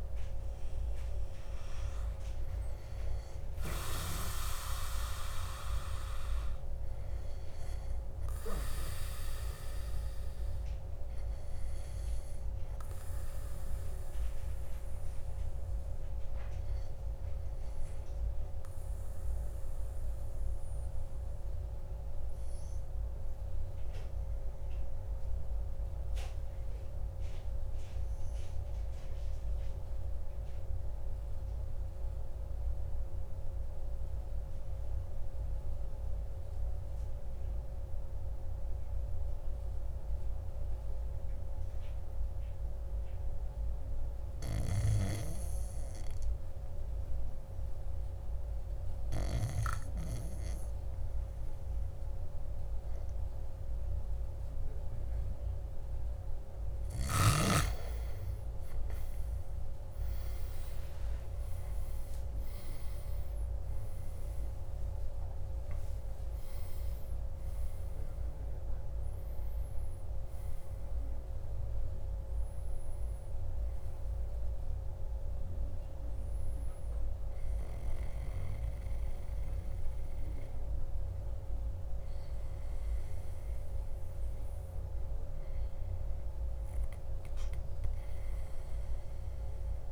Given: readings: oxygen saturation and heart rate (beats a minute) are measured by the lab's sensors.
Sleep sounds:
breathing in sleep by a room microphone; 1
14.50-46.00 s: obstructive apnea (oxygen 99% before, 91% lowest, heart rate 57 before, 53 extreme, up 6 after)
44.00-71.00 s: oxygen desaturation (device-marked, oxygen 98% before, 93% lowest, heart rate 55 before, 55 extreme)
61.00-65.50 s: arousal
79.00-89.92 s: oxygen desaturation (device-marked, oxygen 94% before, 91% lowest, heart rate 65 before, 55 extreme)
From the record:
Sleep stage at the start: N2 (light sleep); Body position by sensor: on the back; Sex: male

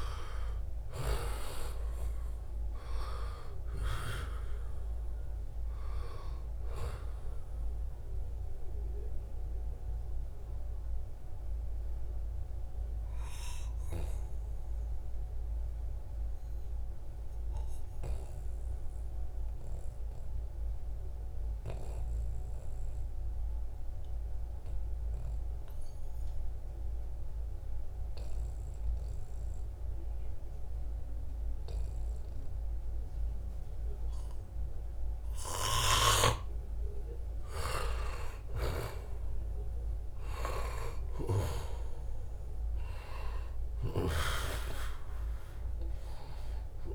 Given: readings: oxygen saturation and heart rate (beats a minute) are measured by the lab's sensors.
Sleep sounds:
breathing in sleep by a room microphone; 1
0.00-21.00 s: oxygen desaturation (device-marked, oxygen 88% lowest, heart rate 66 extreme)
9.00-36.50 s: obstructive apnea (oxygen 96% before, 88% lowest, heart rate 73 before, 70 extreme, up 6 after)
37.50-40.50 s: arousal
42.00-46.95 s: oxygen desaturation (device-marked, oxygen 96% before, 90% lowest, heart rate 71 before, 67 extreme)
From the record:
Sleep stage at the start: N2 (light sleep); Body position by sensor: on the back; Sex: male

